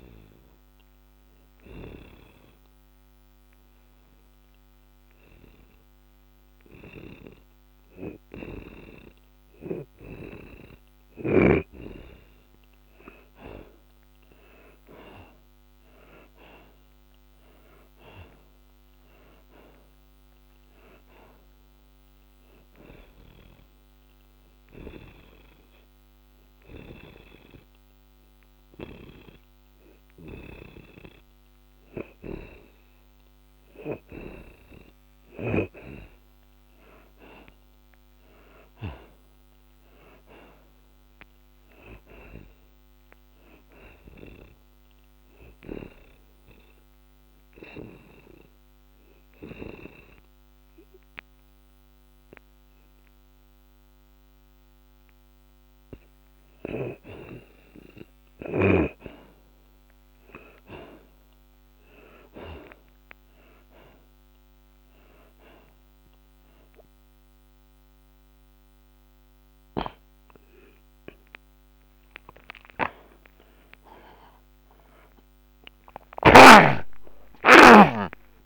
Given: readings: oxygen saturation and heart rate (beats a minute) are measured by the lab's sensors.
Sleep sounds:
breathing in sleep by a microphone on the trachea; 3
0.00-10.00 s: oxygen desaturation (device-marked, oxygen 75% lowest)
2.50-12.50 s: obstructive apnea (oxygen 83% before, 72% lowest)
14.50-18.00 s: arousal
20.00-35.00 s: oxygen desaturation (device-marked, oxygen 84% before, 72% lowest)
22.50-34.00 s: hypopnea (oxygen 84% before, 72% lowest)
36.50-41.00 s: arousal
46.00-57.00 s: obstructive apnea (oxygen 86% before, 74% lowest)
48.00-59.00 s: oxygen desaturation (device-marked, oxygen 86% before, 76% lowest)
59.50-63.50 s: arousal
70.00-78.46 s: oxygen desaturation (device-marked, oxygen 85% before, 74% lowest)
76.00-78.46 s: snoring (device-marked)
78.00-78.46 s: new sleep stage, awake
From the record:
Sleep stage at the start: N2 (light sleep); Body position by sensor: on the back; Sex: male

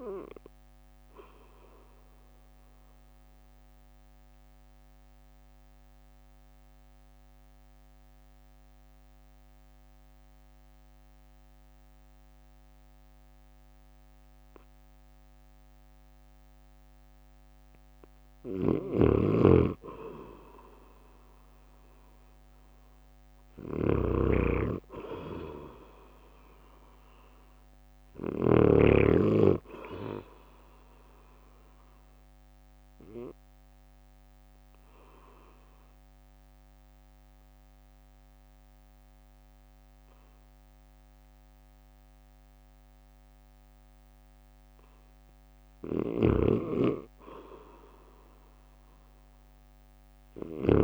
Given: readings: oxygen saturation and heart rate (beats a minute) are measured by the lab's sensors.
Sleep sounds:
breathing in sleep by a microphone on the trachea; 2
0.00-2.00 s: drop in pulse transit time (device-marked, heart rate 55 extreme)
2.50-17.50 s: mixed apnea (oxygen 98% before, 91% lowest, heart rate 61 before, 50 extreme, up 5 after)
16.00-24.00 s: oxygen desaturation (device-marked, oxygen 97% before, 91% lowest, heart rate 55 before, 50 extreme)
20.00-23.50 s: arousal
25.00-38.00 s: drop in pulse transit time (device-marked, heart rate 55 before, 51 extreme)
32.00-45.50 s: obstructive apnea (oxygen 100% before, 95% lowest, heart rate 56 before, 50 extreme, up 5 after)
48.50-50.84 s: arousal
From the record:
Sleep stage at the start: N2 (light sleep); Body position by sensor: on the right side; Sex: male

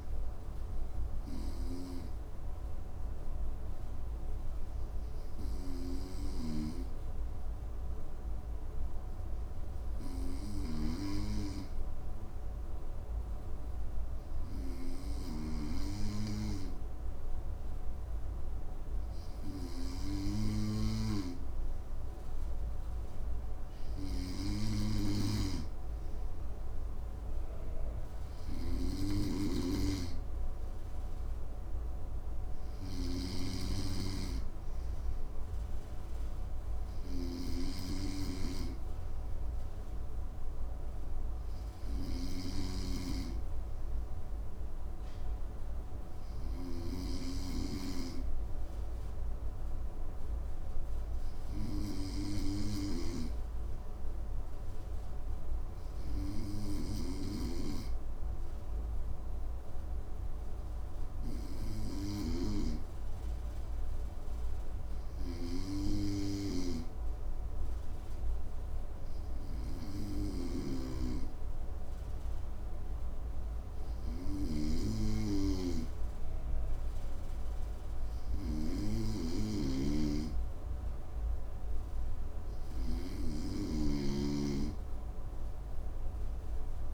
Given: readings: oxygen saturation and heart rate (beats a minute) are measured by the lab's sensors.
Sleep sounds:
breathing in sleep by a room microphone; none
0.00-46.50 s: snoring (device-marked)
52.50-86.94 s: snoring (device-marked)
From the record:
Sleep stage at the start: N2 (light sleep); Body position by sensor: on the right side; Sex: male

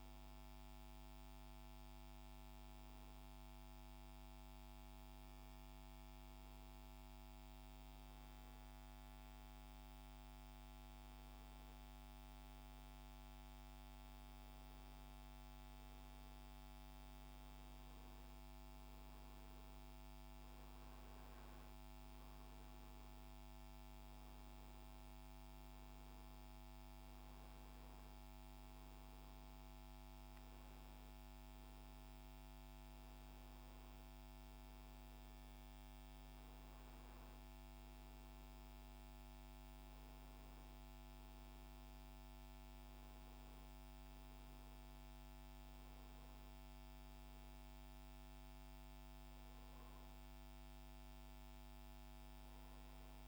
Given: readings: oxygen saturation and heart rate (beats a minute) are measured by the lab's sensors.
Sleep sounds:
breathing in sleep, hard to hear, by a microphone on the trachea; none
none scored
From the record:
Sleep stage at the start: N2 (light sleep); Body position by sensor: on the back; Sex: male

